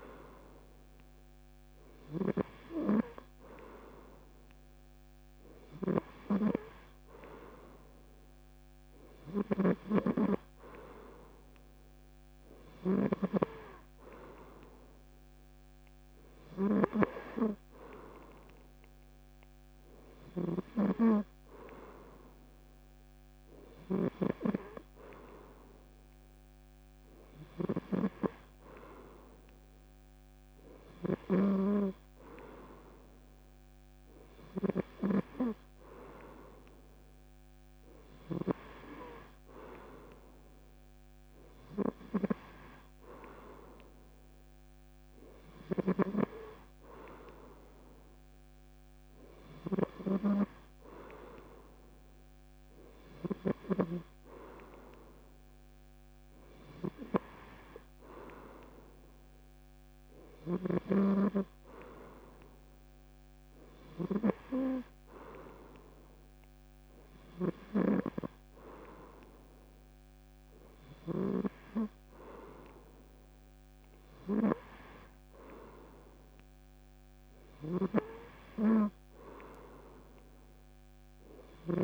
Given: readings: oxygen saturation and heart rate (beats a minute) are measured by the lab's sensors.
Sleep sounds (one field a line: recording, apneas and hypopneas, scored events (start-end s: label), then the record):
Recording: breathing in sleep by a microphone on the trachea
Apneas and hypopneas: none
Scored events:
9.00-13.00 s: snoring (device-marked)
10.00-81.84 s: new sleep stage, N3 (deep sleep)
From the record:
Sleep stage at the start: N2 (light sleep)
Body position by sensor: on the back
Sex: male